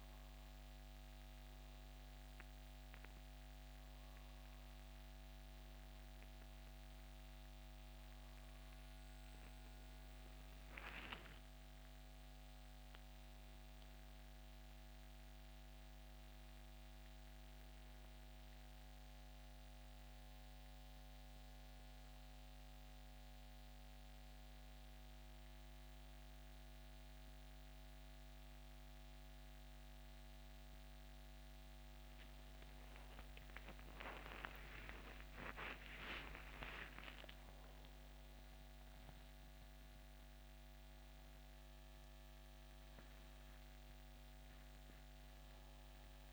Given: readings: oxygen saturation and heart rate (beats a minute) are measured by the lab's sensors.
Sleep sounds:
a person partly awake in a sleep study, by a microphone on the trachea; none
0.00-8.00 s: oxygen desaturation (device-marked, oxygen 84% lowest, heart rate 72 extreme)
1.00-31.00 s: new sleep stage, N1 (lightest sleep)
31.00-46.33 s: new sleep stage, awake
From the record:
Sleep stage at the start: N2 (light sleep); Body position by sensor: on the back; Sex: male

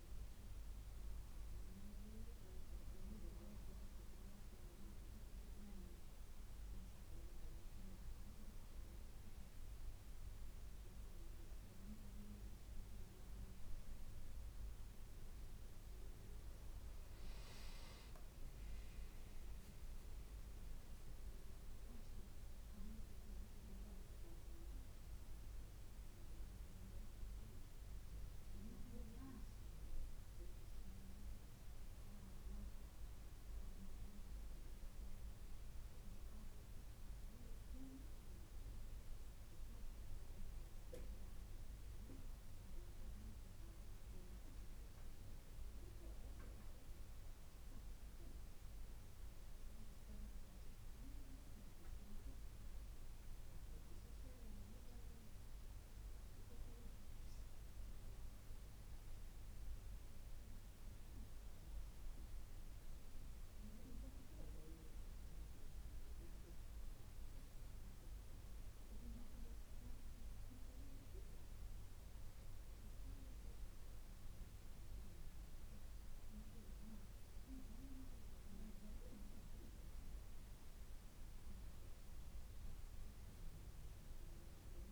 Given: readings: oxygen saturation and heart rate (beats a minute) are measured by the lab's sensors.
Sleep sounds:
breathing in sleep by a room microphone; none
none scored
From the record:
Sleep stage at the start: N1 (lightest sleep); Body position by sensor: on the right side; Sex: female

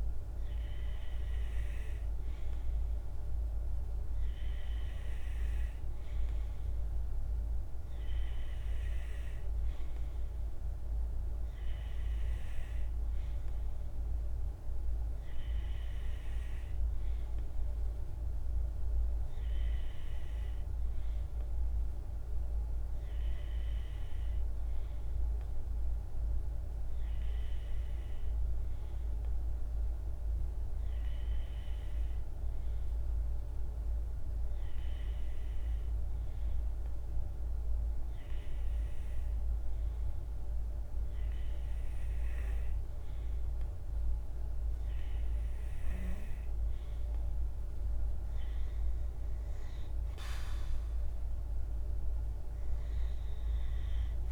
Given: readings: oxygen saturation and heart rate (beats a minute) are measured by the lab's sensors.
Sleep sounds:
breathing in sleep, hard to hear, by a room microphone; none
none scored
From the record:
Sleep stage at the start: N2 (light sleep); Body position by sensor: on the right side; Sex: male

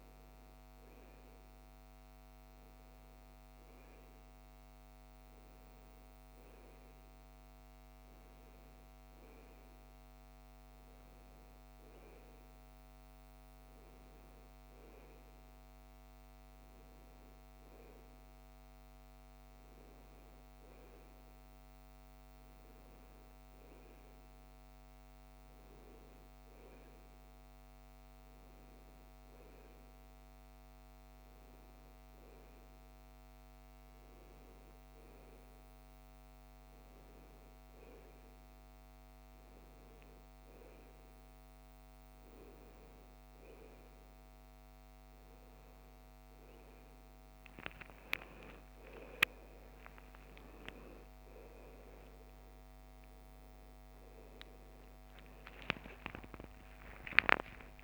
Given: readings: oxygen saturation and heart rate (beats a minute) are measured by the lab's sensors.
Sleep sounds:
a person partly awake in a sleep study, by a microphone on the trachea; none
7.50-37.50 s: new sleep stage, N2 (light sleep)
37.50-57.84 s: new sleep stage, awake
From the record:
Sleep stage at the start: N1 (lightest sleep); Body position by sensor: on the right side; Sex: female

